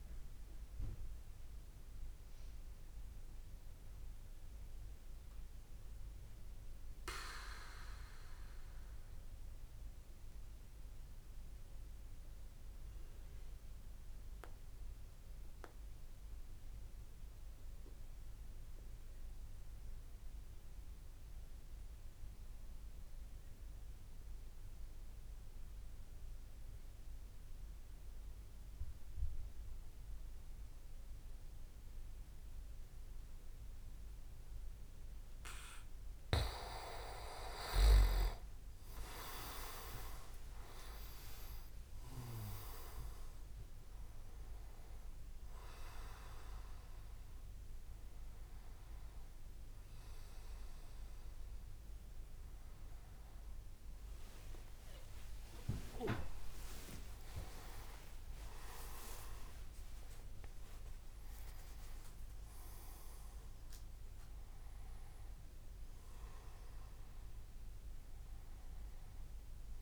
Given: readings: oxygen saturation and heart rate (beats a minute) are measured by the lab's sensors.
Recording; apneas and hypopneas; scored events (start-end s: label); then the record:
breathing in sleep by a room microphone; 1
0.00-10.50 s: oxygen desaturation (device-marked, oxygen 88% lowest)
0.50-38.50 s: obstructive apnea (oxygen 97% before, 85% lowest)
31.50-54.50 s: oxygen desaturation (device-marked, oxygen 97% before, 89% lowest)
39.00-44.50 s: leg movement (device-marked)
40.00-42.00 s: arousal
54.50-61.50 s: leg movement (device-marked)
55.50-61.00 s: arousal
62.50-69.82 s: oxygen desaturation (device-marked, oxygen 91% before, 85% lowest)
From the record:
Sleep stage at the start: N2 (light sleep); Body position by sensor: on the back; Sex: male